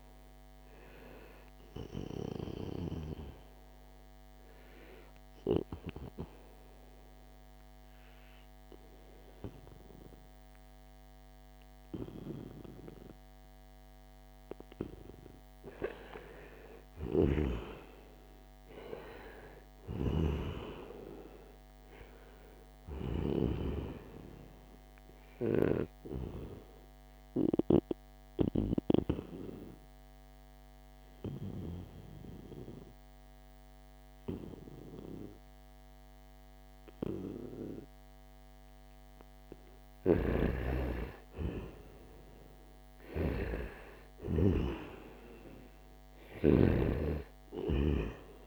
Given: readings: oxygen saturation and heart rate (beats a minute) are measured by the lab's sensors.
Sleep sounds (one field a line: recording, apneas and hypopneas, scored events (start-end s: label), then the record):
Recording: breathing in sleep by a microphone on the trachea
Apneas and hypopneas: 2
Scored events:
0.00-9.50 s: oxygen desaturation (device-marked, oxygen 90% lowest, heart rate 78 extreme)
3.00-14.00 s: obstructive apnea (oxygen 93% before, 90% lowest, heart rate 81 before, 75 extreme, up 2 after)
11.50-48.47 s: new sleep stage, N2 (light sleep)
15.00-20.00 s: arousal
25.50-33.50 s: oxygen desaturation (device-marked, oxygen 94% before, 90% lowest, heart rate 79 before, 73 extreme)
27.50-39.50 s: obstructive apnea (oxygen 94% before, 87% lowest, heart rate 79 before, 73 extreme, up 2 after)
40.50-45.00 s: arousal
From the record:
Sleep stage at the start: N1 (lightest sleep)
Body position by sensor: on the right side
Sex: male